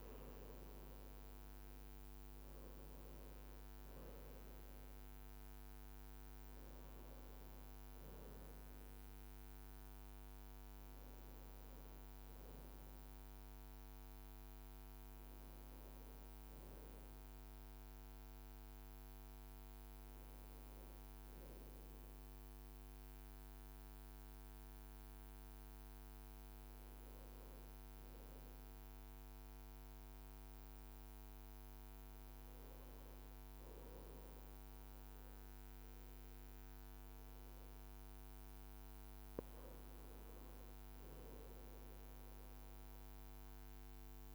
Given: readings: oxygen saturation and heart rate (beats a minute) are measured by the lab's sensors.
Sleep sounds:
breathing in sleep, hard to hear, by a microphone on the trachea; 1
0.00-24.00 s: oxygen desaturation (device-marked, oxygen 90% lowest, heart rate 54 extreme)
20.50-34.50 s: hypopnea (oxygen 94% before, 90% lowest, heart rate 59 before, 54 extreme, up 0 after)
37.00-41.00 s: arousal
From the record:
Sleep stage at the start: N2 (light sleep); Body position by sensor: on the right side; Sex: male

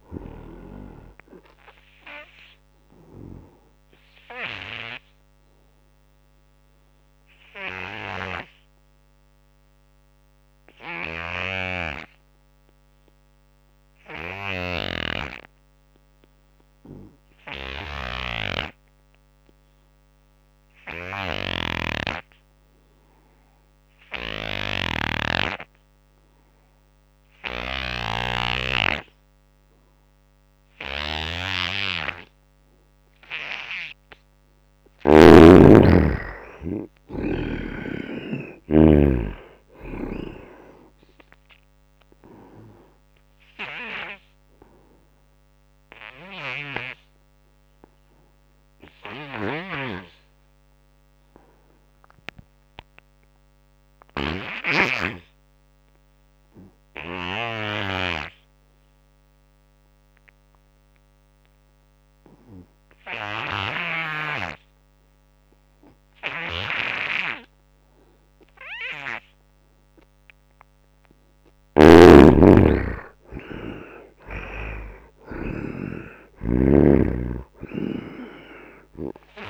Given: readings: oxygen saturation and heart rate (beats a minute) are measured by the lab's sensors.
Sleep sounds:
breathing in sleep by a microphone on the trachea; 2
0.00-15.50 s: oxygen desaturation (device-marked, oxygen 75% lowest, heart rate 60 extreme)
2.00-33.00 s: obstructive apnea (oxygen 97% before, 74% lowest, heart rate 73 before, 60 extreme, up 23 after)
14.50-35.00 s: snoring (device-marked)
27.50-59.50 s: oxygen desaturation (device-marked, oxygen 97% before, 74% lowest, heart rate 81 before, 61 extreme)
34.50-38.50 s: arousal
43.50-70.50 s: obstructive apnea (oxygen 98% before, 74% lowest, heart rate 72 before, 76 extreme, up 9 after)
61.50-79.50 s: oxygen desaturation (device-marked, oxygen 97% before, 75% lowest, heart rate 86 before, 73 extreme)
71.00-75.50 s: snoring (device-marked)
72.00-76.00 s: arousal
From the record:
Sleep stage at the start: N2 (light sleep); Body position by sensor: on the right side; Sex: male

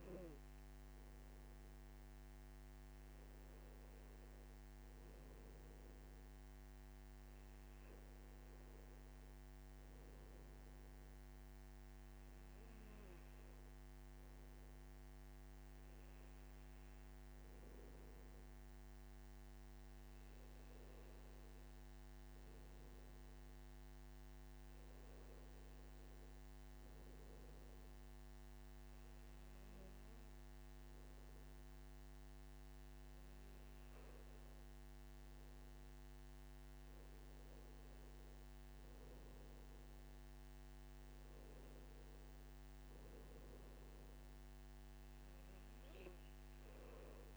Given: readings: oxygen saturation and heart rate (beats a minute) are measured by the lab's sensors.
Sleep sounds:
breathing in sleep, hard to hear, by a microphone on the trachea; none
none scored
From the record:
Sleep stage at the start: N2 (light sleep); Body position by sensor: on the back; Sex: male

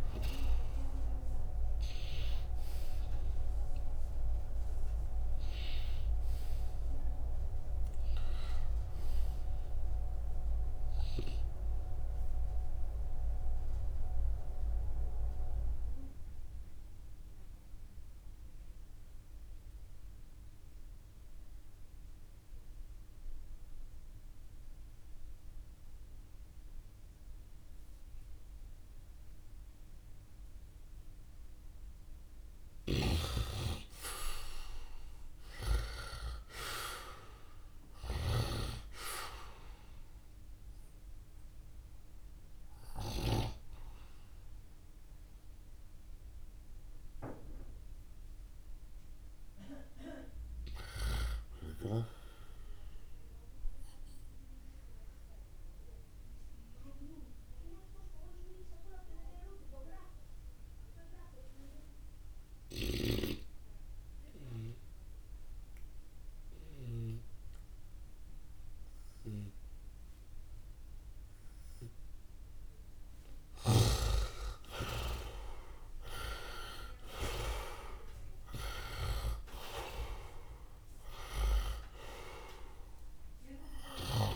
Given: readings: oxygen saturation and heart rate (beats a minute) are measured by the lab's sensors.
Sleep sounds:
breathing in sleep by a room microphone; 2
0.00-23.50 s: oxygen desaturation (device-marked, oxygen 83% lowest, heart rate 60 extreme)
13.50-31.50 s: obstructive apnea (oxygen 96% before, 83% lowest, heart rate 68 before, 60 extreme)
32.50-38.50 s: snoring (device-marked)
34.00-39.00 s: arousal
34.50-57.50 s: oxygen desaturation (device-marked, oxygen 100% before, 87% lowest, heart rate 68 before, 58 extreme)
54.00-72.50 s: obstructive apnea (oxygen 100% before, 83% lowest, heart rate 66 before, 58 extreme, up 3 after)
68.50-84.36 s: oxygen desaturation (device-marked, oxygen 99% before, 83% lowest, heart rate 69 before, 49 extreme)
73.50-78.00 s: arousal
From the record:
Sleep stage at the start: N2 (light sleep); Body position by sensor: on the right side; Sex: male

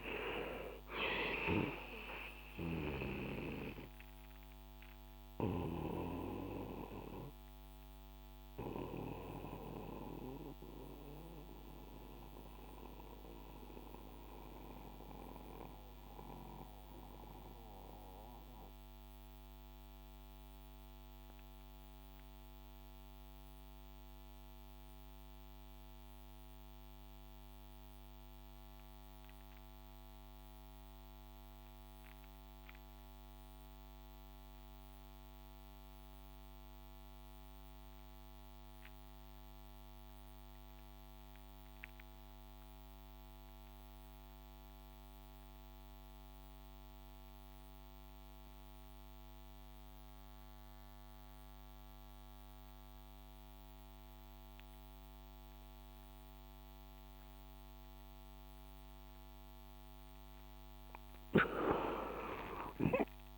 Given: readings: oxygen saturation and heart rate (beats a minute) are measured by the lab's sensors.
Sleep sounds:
breathing in sleep by a microphone on the trachea; 1
0.00-22.50 s: oxygen desaturation (device-marked, oxygen 81% lowest, heart rate 57 extreme)
3.50-59.00 s: mixed apnea (oxygen 99% before, 73% lowest, heart rate 66 before, 57 extreme, up 20 after)
37.50-63.37 s: oxygen desaturation (device-marked, oxygen 99% before, 84% lowest, heart rate 64 before, 58 extreme)
62.00-63.37 s: arousal
From the record:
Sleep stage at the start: REM sleep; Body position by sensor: on the back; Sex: male

